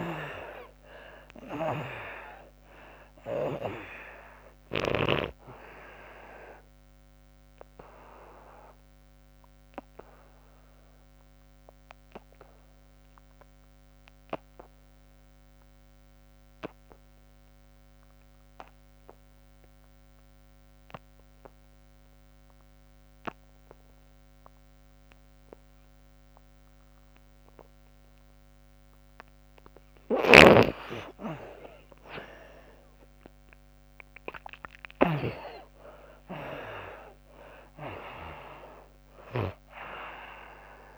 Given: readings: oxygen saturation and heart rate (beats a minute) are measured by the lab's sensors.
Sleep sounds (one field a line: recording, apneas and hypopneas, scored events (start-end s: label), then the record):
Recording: breathing in sleep by a microphone on the trachea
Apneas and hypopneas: 1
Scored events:
0.00-1.00 s: arousal
0.00-16.50 s: oxygen desaturation (device-marked, oxygen 77% lowest, heart rate 64 extreme)
1.00-5.00 s: snoring (device-marked)
6.50-29.00 s: obstructive apnea (oxygen 97% before, 72% lowest, heart rate 79 before, 64 extreme, up 55 after)
22.50-40.98 s: oxygen desaturation (device-marked, oxygen 97% before, 72% lowest, heart rate 80 before, 67 extreme)
30.00-35.00 s: snoring (device-marked)
31.50-36.50 s: arousal
From the record:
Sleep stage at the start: N2 (light sleep)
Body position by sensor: on the back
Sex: female